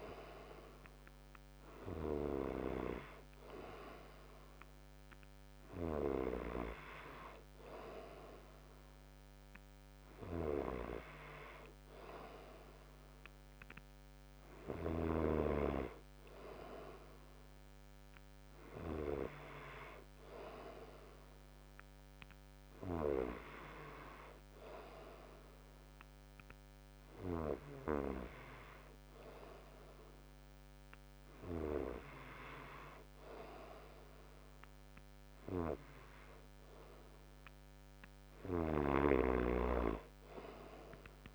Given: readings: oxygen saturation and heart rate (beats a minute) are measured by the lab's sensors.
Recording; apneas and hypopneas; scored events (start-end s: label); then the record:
breathing in sleep by a microphone on the trachea; none
none scored
From the record:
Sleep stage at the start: N2 (light sleep); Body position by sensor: on the front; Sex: male